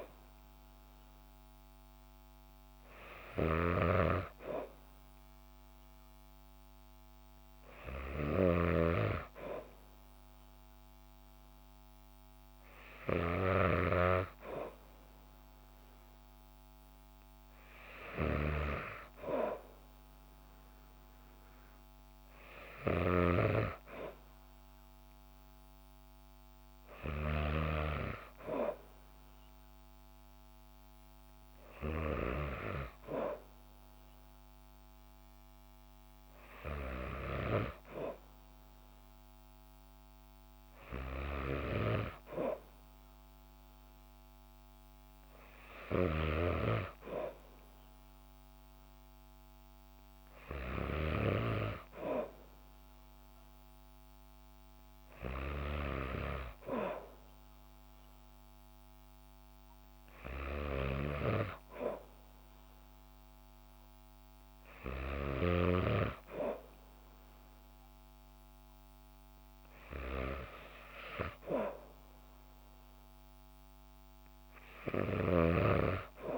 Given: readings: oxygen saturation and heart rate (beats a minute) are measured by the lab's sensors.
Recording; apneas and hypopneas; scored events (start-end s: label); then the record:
breathing in sleep by a microphone on the trachea; none
3.00-8.50 s: snoring (device-marked)
75.00-76.38 s: snoring (device-marked)
From the record:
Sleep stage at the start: N2 (light sleep); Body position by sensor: on the back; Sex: female